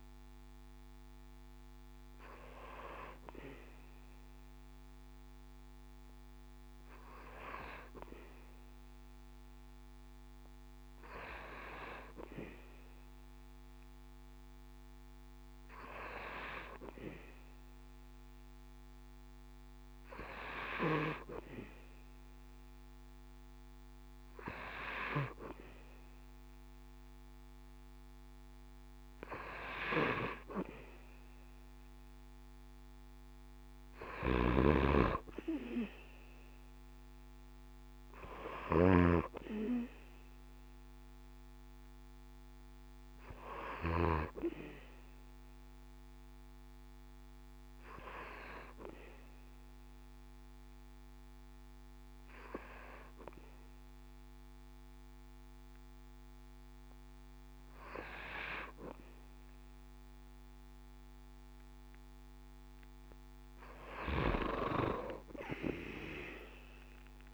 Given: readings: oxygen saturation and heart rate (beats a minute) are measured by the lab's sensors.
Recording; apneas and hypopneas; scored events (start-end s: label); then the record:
breathing in sleep by a microphone on the trachea; 1
34.00-39.00 s: snoring (device-marked)
48.50-61.00 s: hypopnea (oxygen 96% before, 94% lowest, heart rate 70 before, 63 extreme, up 7 after)
63.50-67.00 s: arousal
From the record:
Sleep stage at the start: N2 (light sleep); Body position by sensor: on the back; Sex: male